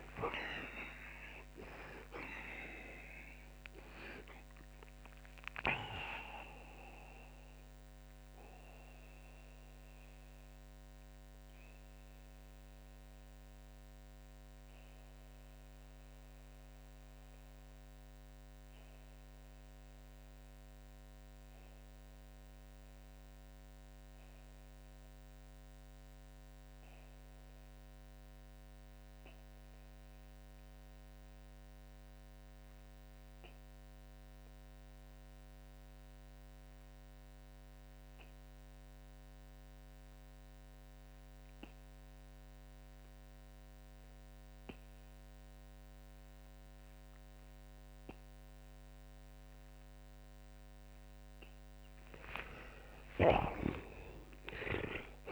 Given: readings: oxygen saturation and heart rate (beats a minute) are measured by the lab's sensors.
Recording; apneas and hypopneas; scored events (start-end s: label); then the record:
breathing in sleep by a microphone on the trachea; 1
9.00-49.50 s: mixed apnea (oxygen 95% before, 71% lowest)
33.50-40.50 s: oxygen desaturation (device-marked, oxygen 90% before, 71% lowest)
52.50-55.32 s: snoring (device-marked)
54.00-55.32 s: arousal
From the record:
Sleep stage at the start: REM sleep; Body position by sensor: on the back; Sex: male